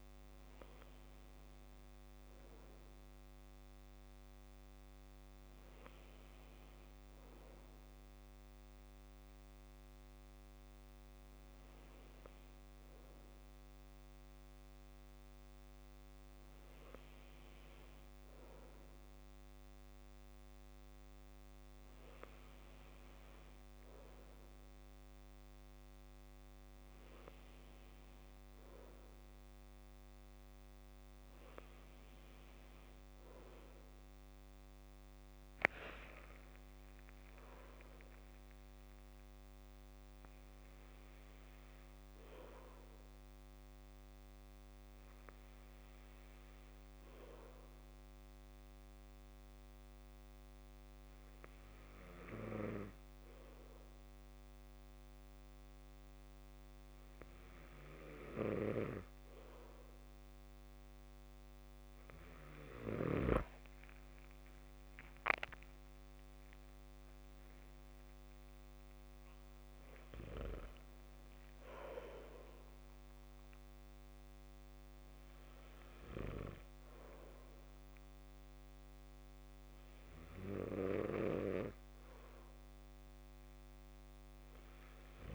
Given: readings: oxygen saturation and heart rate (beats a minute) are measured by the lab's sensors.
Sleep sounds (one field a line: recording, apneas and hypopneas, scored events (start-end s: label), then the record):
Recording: breathing in sleep by a microphone on the trachea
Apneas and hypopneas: 1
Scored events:
36.00-38.00 s: long interval between heartbeats (device-marked, heart rate 62 before, 86 extreme)
37.00-40.50 s: arousal
43.50-61.50 s: hypopnea (oxygen 95% before, 92% lowest, heart rate 71 before, 54 extreme, up 14 after)
63.50-67.00 s: arousal
69.00-77.00 s: oxygen desaturation (device-marked, oxygen 95% before, 92% lowest, heart rate 64 before, 54 extreme)
From the record:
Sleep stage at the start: N2 (light sleep)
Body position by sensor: on the back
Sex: male